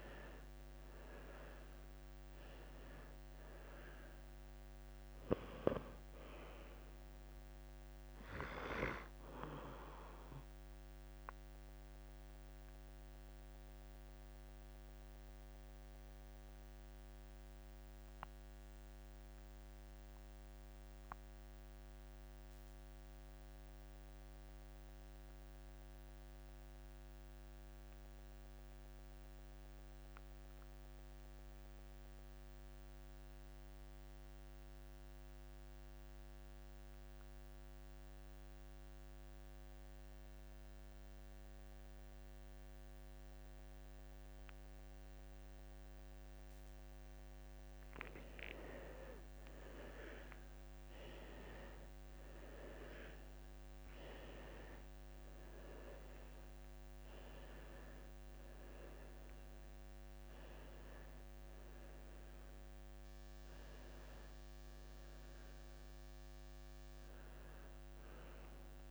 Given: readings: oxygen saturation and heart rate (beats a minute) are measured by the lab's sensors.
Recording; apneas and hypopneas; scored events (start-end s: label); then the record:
breathing in sleep by a microphone on the trachea; 1
0.00-2.00 s: long interval between heartbeats (device-marked, heart rate 53 before, 65 extreme)
0.00-32.00 s: oxygen desaturation (device-marked, oxygen 87% lowest, heart rate 51 extreme)
11.00-47.00 s: obstructive apnea (oxygen 97% before, 83% lowest, heart rate 58 before, 51 extreme, up 5 after)
45.00-68.91 s: oxygen desaturation (device-marked, oxygen 98% before, 83% lowest, heart rate 52 before, 51 extreme)
50.00-54.50 s: arousal
From the record:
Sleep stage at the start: N2 (light sleep); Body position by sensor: on the back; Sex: male